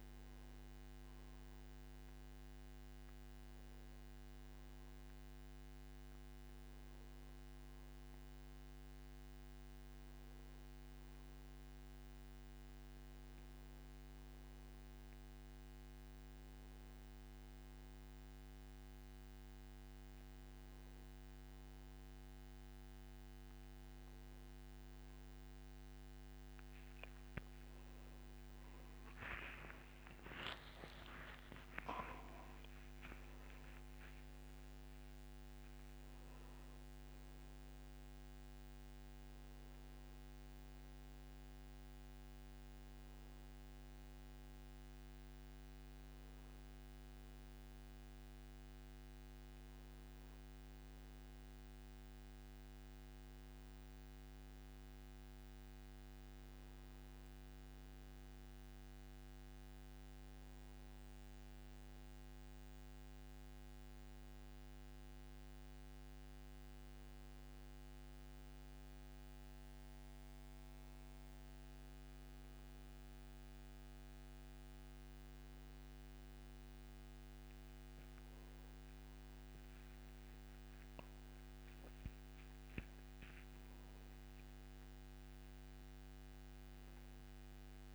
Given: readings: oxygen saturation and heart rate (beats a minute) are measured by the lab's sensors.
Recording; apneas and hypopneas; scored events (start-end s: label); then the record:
breathing in sleep, hard to hear, by a microphone on the trachea; none
0.00-14.00 s: oxygen desaturation (device-marked, oxygen 94% before, 90% lowest, heart rate 86 before, 50 extreme)
28.50-34.00 s: arousal
58.00-87.95 s: new sleep stage, N1 (lightest sleep)
81.00-84.50 s: arousal
From the record:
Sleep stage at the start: N2 (light sleep); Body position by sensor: on the right side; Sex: male